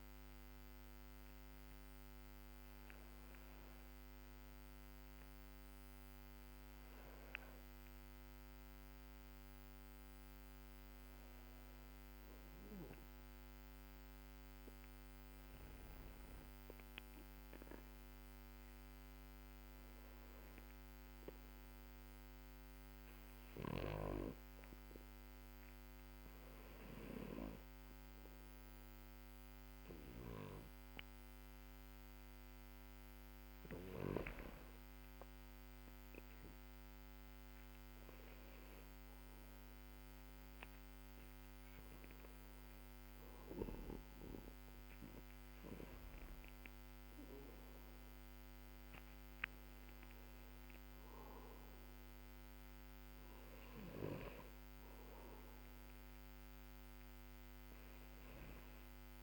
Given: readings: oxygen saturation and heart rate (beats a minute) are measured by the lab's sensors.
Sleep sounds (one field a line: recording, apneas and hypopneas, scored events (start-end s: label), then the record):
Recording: a person awake in a sleep study, by a microphone on the trachea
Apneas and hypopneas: none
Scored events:
none scored
From the record:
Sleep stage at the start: awake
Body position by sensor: on the back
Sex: male